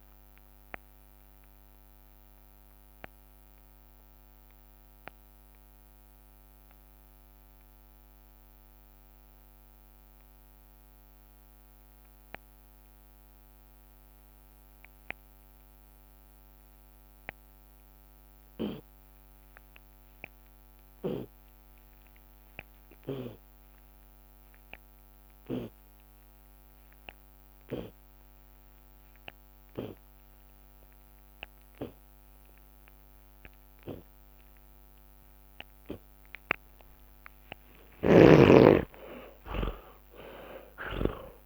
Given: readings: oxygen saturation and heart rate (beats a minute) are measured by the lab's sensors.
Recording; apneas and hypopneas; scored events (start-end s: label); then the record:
breathing in sleep by a microphone on the trachea; 1
1.50-36.50 s: obstructive apnea (oxygen 97% before, 71% lowest)
15.00-31.00 s: oxygen desaturation (device-marked, oxygen 96% before, 82% lowest)
22.50-24.50 s: long interval between heartbeats (device-marked)
38.00-40.00 s: long interval between heartbeats (device-marked)
39.00-41.46 s: arousal
From the record:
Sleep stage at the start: N2 (light sleep); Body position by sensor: on the left side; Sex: male